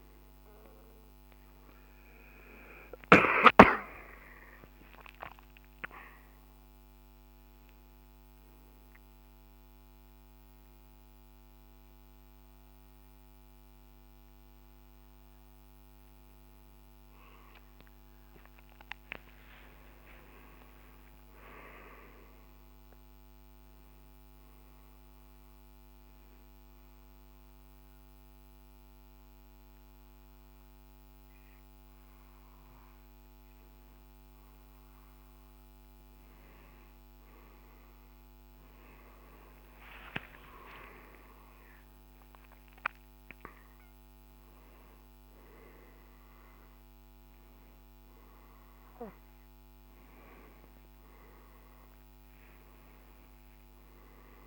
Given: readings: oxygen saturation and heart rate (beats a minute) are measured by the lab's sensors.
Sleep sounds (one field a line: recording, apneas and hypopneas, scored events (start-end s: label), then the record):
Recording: a person partly awake in a sleep study, by a microphone on the trachea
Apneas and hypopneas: 1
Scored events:
26.50-37.50 s: hypopnea (oxygen 98% before, 94% lowest, heart rate 71 before, 60 extreme, up 16 after)
26.50-54.47 s: new sleep stage, N1 (lightest sleep)
40.00-44.00 s: arousal
41.50-52.50 s: oxygen desaturation (device-marked, oxygen 98% before, 94% lowest, heart rate 68 before, 57 extreme)
From the record:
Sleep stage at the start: awake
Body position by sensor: on the right side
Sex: male